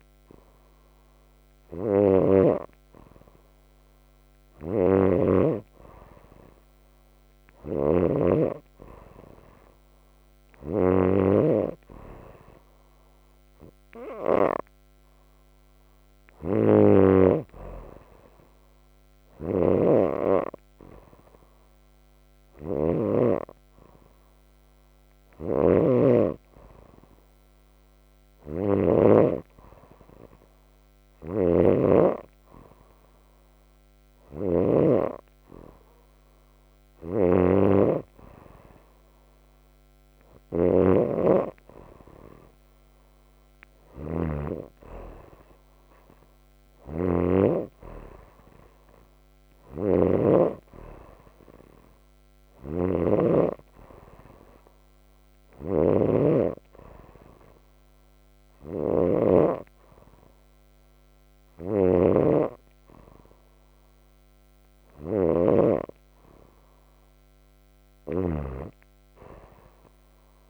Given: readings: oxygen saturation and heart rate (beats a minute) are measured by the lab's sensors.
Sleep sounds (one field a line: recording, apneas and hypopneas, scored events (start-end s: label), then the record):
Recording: breathing in sleep by a microphone on the trachea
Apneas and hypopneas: none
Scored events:
4.00-23.00 s: snoring (device-marked)
25.00-34.50 s: snoring (device-marked)
36.50-50.00 s: snoring (device-marked)
52.00-68.00 s: snoring (device-marked)
From the record:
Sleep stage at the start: N2 (light sleep)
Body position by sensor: on the right side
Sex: female